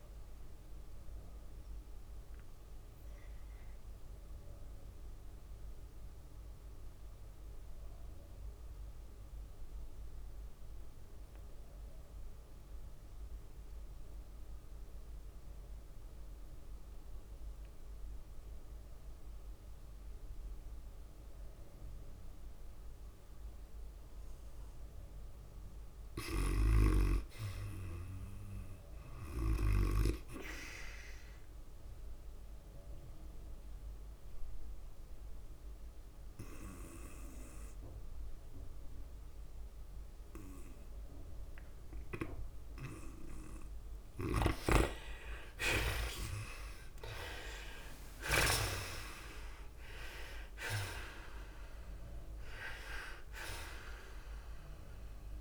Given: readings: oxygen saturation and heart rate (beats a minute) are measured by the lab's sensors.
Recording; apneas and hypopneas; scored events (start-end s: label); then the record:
breathing in sleep by a room microphone; 2
0.00-7.00 s: drop in pulse transit time (device-marked, heart rate 108 extreme)
0.00-11.00 s: oxygen desaturation (device-marked, oxygen 61% lowest, heart rate 96 extreme)
0.00-20.00 s: tachycardia (device-marked, heart rate 114 extreme)
1.00-25.50 s: obstructive apnea (oxygen 74% before, 65% lowest, heart rate 105 before, 96 extreme, up 0 after)
13.00-44.00 s: oxygen desaturation (device-marked, oxygen 98% before, 65% lowest, heart rate 111 before, 96 extreme)
27.00-30.00 s: arousal
33.00-44.00 s: obstructive apnea (oxygen 98% before, 62% lowest, heart rate 101 before, 101 extreme, up 8 after)
33.00-55.41 s: tachycardia (device-marked, heart rate 103 before, 113 extreme)
44.50-49.50 s: snoring (device-marked)
45.50-49.50 s: arousal
46.00-55.41 s: oxygen desaturation (device-marked, oxygen 81% before, 66% lowest, heart rate 100 before, 101 extreme)
49.00-55.41 s: drop in pulse transit time (device-marked, heart rate 101 before, 105 extreme)
From the record:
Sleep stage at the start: REM sleep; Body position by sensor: on the back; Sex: female